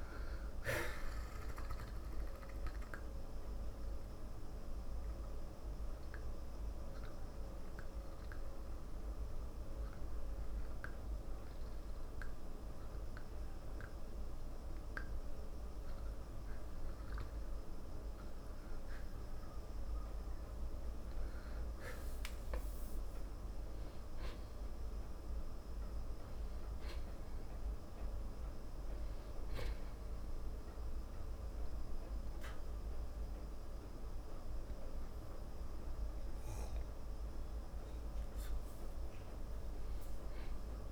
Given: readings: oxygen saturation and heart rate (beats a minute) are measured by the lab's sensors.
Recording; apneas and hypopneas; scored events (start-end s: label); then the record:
breathing in sleep, hard to hear, by a room microphone; 1
0.00-9.50 s: oxygen desaturation (device-marked, oxygen 91% lowest, heart rate 54 extreme)
3.50-18.00 s: obstructive apnea (oxygen 94% before, 90% lowest, heart rate 56 before, 54 extreme, up 5 after)
22.00-26.00 s: arousal
24.50-40.92 s: oxygen desaturation (device-marked, oxygen 96% before, 90% lowest, heart rate 56 before, 54 extreme)
From the record:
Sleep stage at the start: N2 (light sleep); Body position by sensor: on the back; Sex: male